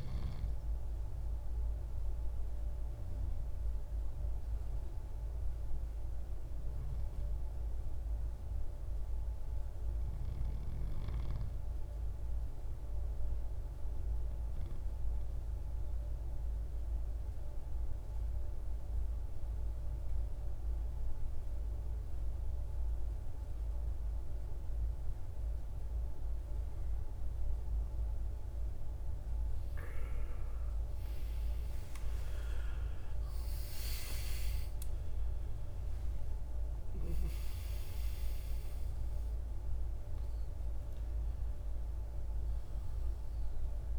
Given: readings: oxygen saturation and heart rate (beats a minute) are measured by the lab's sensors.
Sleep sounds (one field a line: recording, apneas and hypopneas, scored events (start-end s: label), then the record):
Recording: breathing in sleep, hard to hear, by a room microphone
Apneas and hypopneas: 1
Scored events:
0.00-12.00 s: oxygen desaturation (device-marked, oxygen 91% lowest, heart rate 55 extreme)
5.50-27.50 s: obstructive apnea (oxygen 97% before, 86% lowest, heart rate 63 before, 53 extreme, up 17 after)
27.00-43.99 s: oxygen desaturation (device-marked, oxygen 98% before, 86% lowest, heart rate 57 before, 51 extreme)
30.50-35.00 s: arousal
From the record:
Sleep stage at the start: N2 (light sleep)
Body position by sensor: on the right side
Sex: male